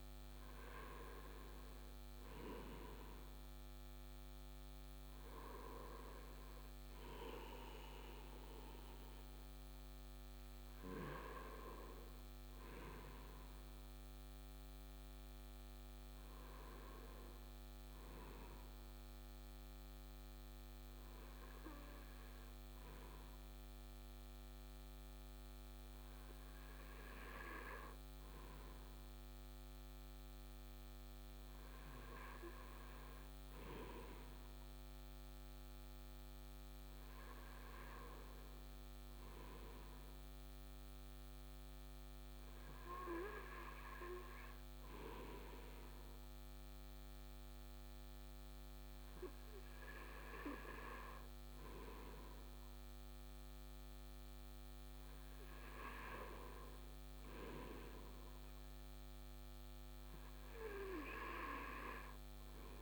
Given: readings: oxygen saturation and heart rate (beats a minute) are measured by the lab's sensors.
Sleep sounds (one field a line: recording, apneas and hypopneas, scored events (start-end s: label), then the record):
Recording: breathing in sleep by a microphone on the trachea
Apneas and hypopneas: none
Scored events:
none scored
From the record:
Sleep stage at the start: N2 (light sleep)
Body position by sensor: on the right side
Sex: male